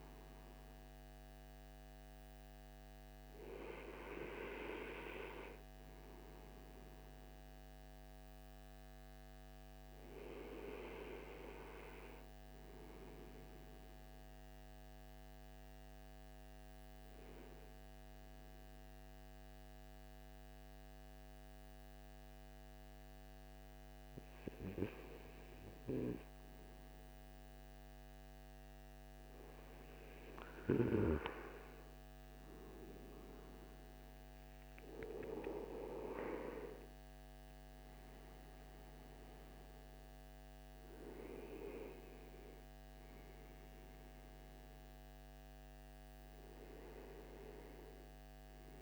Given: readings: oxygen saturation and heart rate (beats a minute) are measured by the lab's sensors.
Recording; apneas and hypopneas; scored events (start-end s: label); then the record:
breathing in sleep by a microphone on the trachea; 1
18.50-29.50 s: hypopnea (oxygen 100% before, 96% lowest)
33.00-36.50 s: arousal
40.50-48.82 s: new sleep stage, N1 (lightest sleep)
From the record:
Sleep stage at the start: REM sleep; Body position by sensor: on the front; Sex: male